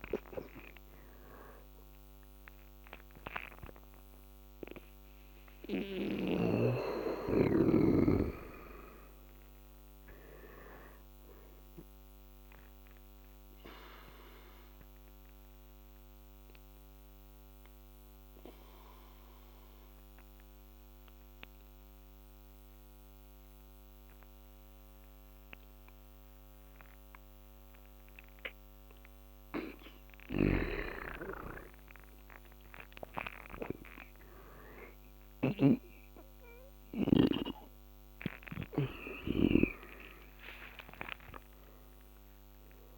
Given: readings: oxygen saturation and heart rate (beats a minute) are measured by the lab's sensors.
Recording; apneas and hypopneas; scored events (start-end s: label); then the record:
breathing in sleep by a microphone on the trachea; 1
4.00-26.00 s: oxygen desaturation (device-marked, oxygen 99% before, 86% lowest, heart rate 83 before, 82 extreme)
12.00-29.00 s: obstructive apnea (oxygen 99% before, 86% lowest, heart rate 88 before, 82 extreme, up 9 after)
29.50-38.50 s: snoring (device-marked)
37.00-42.98 s: oxygen desaturation (device-marked, oxygen 97% before, 87% lowest, heart rate 85 before, 86 extreme)
From the record:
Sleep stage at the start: N2 (light sleep); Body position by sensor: on the back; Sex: male